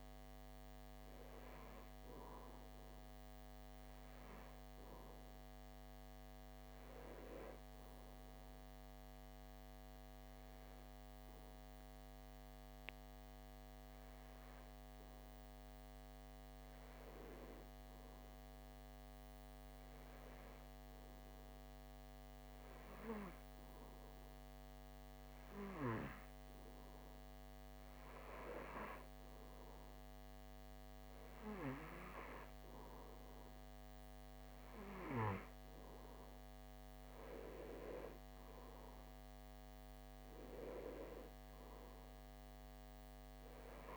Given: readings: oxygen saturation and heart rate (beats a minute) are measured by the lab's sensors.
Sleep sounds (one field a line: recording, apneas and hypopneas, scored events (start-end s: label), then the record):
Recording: breathing in sleep by a microphone on the trachea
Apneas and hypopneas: 1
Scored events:
16.00-33.00 s: hypopnea (oxygen 95% before, 91% lowest)
35.00-40.00 s: arousal
From the record:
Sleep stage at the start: N2 (light sleep)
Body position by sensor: on the back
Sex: male